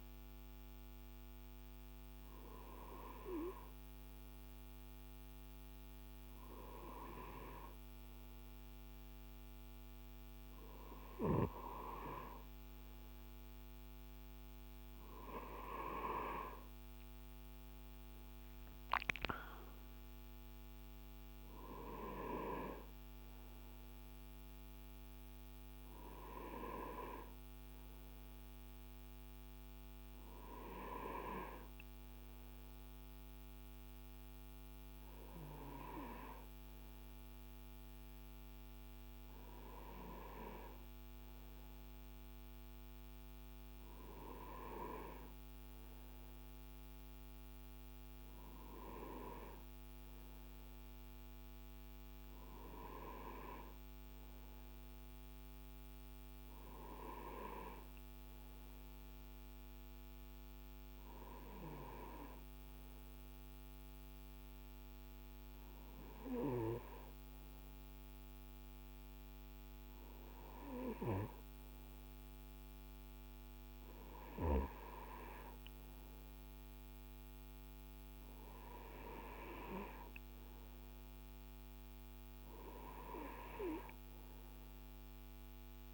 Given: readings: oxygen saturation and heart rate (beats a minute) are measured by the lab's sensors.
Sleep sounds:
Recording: breathing in sleep by a microphone on the trachea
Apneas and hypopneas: none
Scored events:
44.50-49.50 s: arousal
From the record:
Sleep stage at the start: N2 (light sleep)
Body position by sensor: on the right side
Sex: male

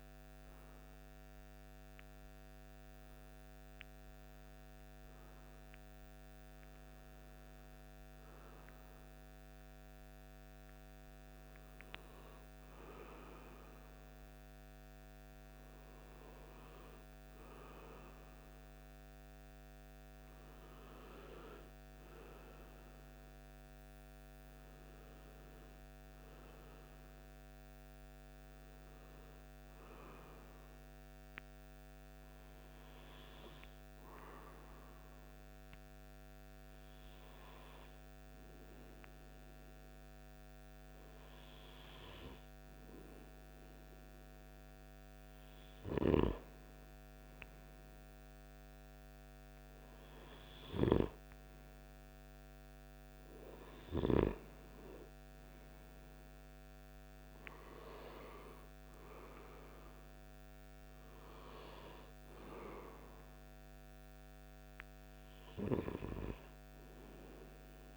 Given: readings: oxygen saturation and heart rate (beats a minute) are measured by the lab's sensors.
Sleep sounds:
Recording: breathing in sleep by a microphone on the trachea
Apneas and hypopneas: none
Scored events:
0.00-9.50 s: oxygen desaturation (device-marked, oxygen 82% lowest, heart rate 53 extreme)
29.50-67.97 s: new sleep stage, N2 (light sleep)
From the record:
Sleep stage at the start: REM sleep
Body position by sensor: on the right side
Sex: male

